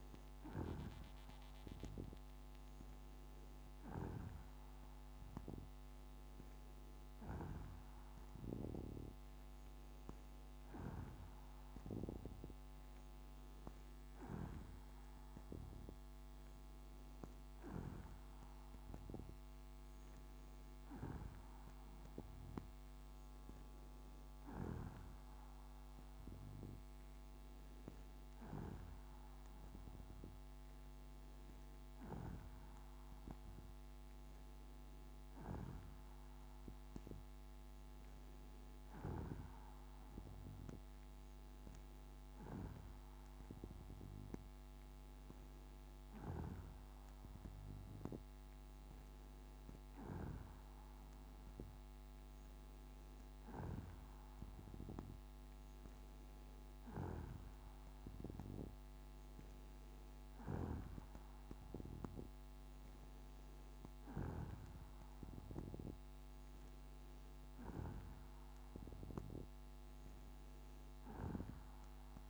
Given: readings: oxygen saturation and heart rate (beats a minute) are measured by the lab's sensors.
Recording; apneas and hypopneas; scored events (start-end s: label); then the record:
breathing in sleep by a microphone on the trachea; none
none scored
From the record:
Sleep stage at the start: N2 (light sleep); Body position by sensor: on the back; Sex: female